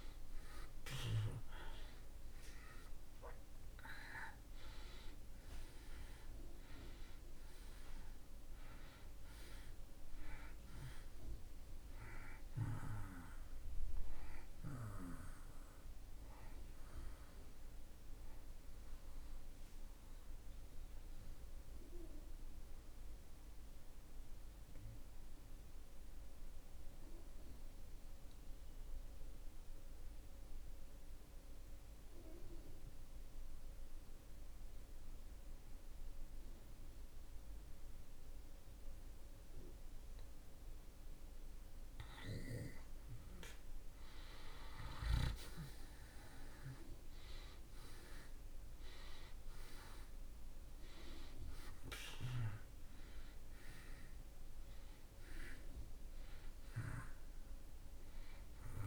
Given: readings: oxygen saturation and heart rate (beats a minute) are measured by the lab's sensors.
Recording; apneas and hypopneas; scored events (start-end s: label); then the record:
breathing in sleep by a room microphone; 1
0.00-31.00 s: oxygen desaturation (device-marked, oxygen 78% lowest)
19.00-41.00 s: obstructive apnea (oxygen 96% before, 77% lowest)
43.00-58.87 s: oxygen desaturation (device-marked, oxygen 96% before, 77% lowest)
43.50-48.00 s: arousal
From the record:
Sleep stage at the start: N2 (light sleep); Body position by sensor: on the back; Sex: male